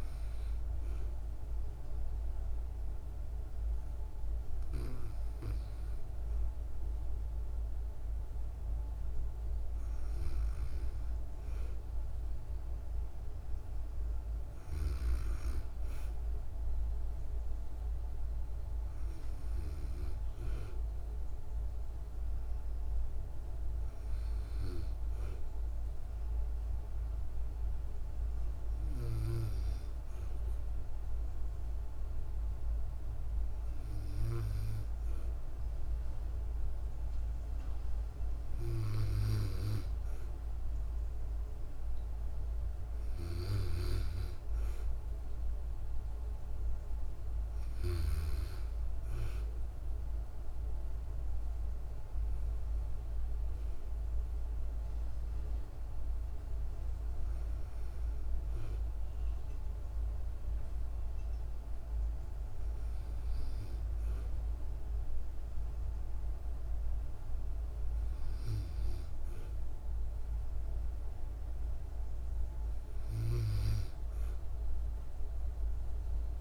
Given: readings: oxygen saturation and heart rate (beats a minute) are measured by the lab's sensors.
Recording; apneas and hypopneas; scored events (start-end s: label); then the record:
breathing in sleep by a room microphone; none
none scored
From the record:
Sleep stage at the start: N2 (light sleep); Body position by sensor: on the back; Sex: female